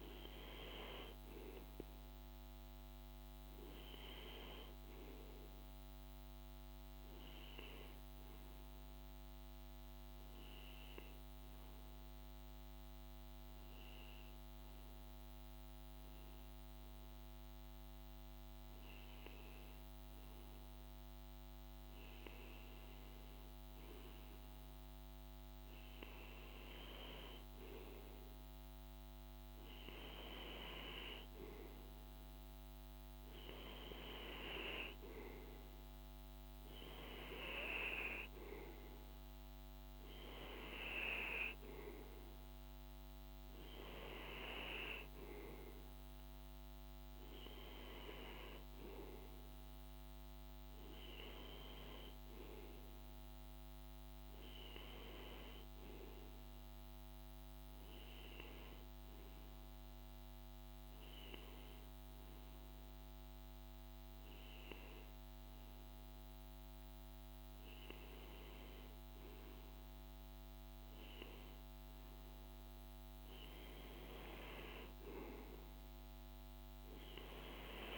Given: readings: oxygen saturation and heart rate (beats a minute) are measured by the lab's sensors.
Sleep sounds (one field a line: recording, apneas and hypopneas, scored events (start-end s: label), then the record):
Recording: breathing in sleep by a microphone on the trachea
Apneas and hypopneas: 2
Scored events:
0.00-4.00 s: arousal
0.00-6.00 s: oxygen desaturation (device-marked, oxygen 94% lowest, heart rate 51 extreme)
7.50-18.50 s: hypopnea (oxygen 97% before, 94% lowest, heart rate 52 before, 53 extreme, up 3 after)
21.50-25.00 s: arousal
60.50-73.00 s: hypopnea (oxygen 96% before, 93% lowest, heart rate 54 before, 53 extreme, up 2 after)
75.00-77.98 s: arousal
From the record:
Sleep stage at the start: N2 (light sleep)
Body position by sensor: on the right side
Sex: male